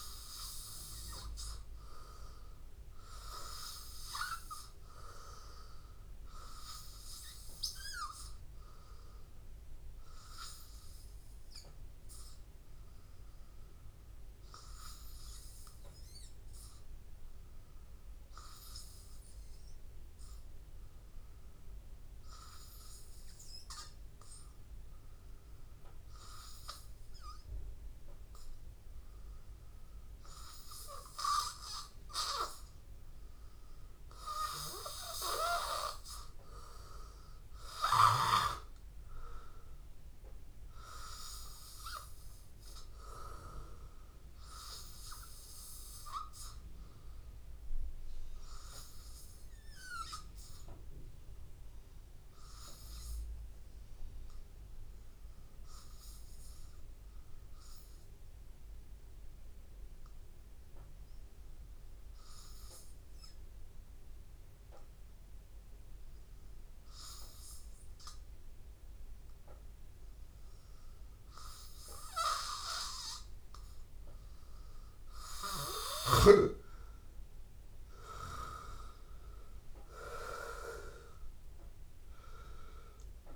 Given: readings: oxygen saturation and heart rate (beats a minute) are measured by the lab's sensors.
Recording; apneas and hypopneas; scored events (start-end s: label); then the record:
breathing in sleep by a room microphone; 2
0.00-12.00 s: oxygen desaturation (device-marked, oxygen 92% lowest, heart rate 83 extreme)
13.50-28.50 s: hypopnea (oxygen 96% before, 89% lowest, heart rate 85 before, 83 extreme, up 1 after)
28.00-57.00 s: oxygen desaturation (device-marked, oxygen 96% before, 91% lowest, heart rate 84 before, 83 extreme)
32.50-37.00 s: arousal
49.50-68.50 s: hypopnea (oxygen 96% before, 89% lowest, heart rate 84 before, 83 extreme, up 0 after)
71.00-83.36 s: oxygen desaturation (device-marked, oxygen 97% before, 89% lowest, heart rate 84 before, 82 extreme)
72.00-76.50 s: arousal
From the record:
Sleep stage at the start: N2 (light sleep); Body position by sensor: on the back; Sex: male